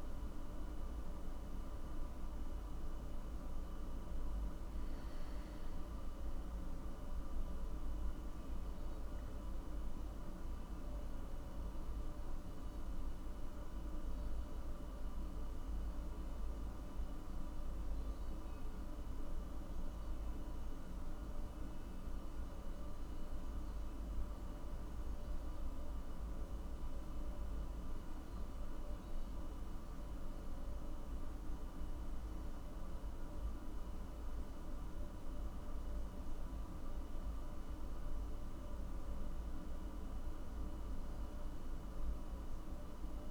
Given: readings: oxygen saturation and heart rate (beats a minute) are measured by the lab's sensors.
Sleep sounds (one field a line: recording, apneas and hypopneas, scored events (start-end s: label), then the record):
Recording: a person partly awake in a sleep study, hard to hear, by a room microphone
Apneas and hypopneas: none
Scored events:
12.50-43.31 s: new sleep stage, N1 (lightest sleep)
From the record:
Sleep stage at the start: awake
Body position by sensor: on the back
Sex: male